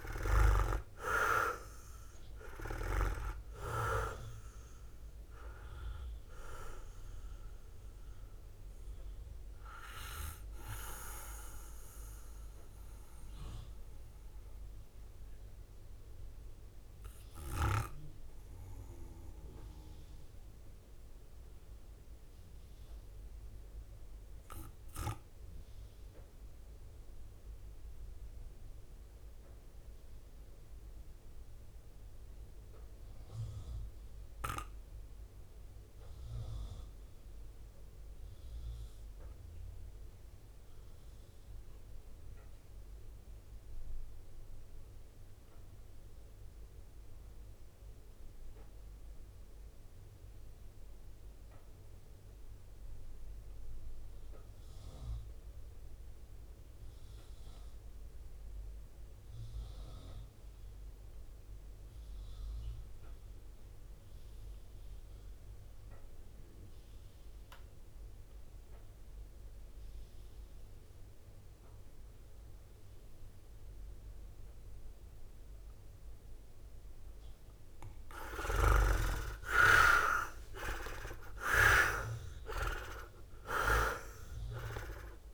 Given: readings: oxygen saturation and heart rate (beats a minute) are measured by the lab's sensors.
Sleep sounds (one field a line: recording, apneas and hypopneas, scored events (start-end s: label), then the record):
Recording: breathing in sleep by a room microphone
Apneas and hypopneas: 1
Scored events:
0.00-10.50 s: drop in pulse transit time (device-marked, heart rate 66 extreme)
0.00-28.50 s: oxygen desaturation (device-marked, oxygen 73% lowest, heart rate 52 extreme)
12.00-77.00 s: mixed apnea (oxygen 85% before, 72% lowest, heart rate 72 before, 52 extreme, up 21 after)
52.50-85.33 s: oxygen desaturation (device-marked, oxygen 98% before, 72% lowest, heart rate 55 before, 54 extreme)
78.00-82.00 s: arousal
79.50-85.33 s: drop in pulse transit time (device-marked, heart rate 60 before, 57 extreme)
From the record:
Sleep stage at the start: REM sleep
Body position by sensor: on the right side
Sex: male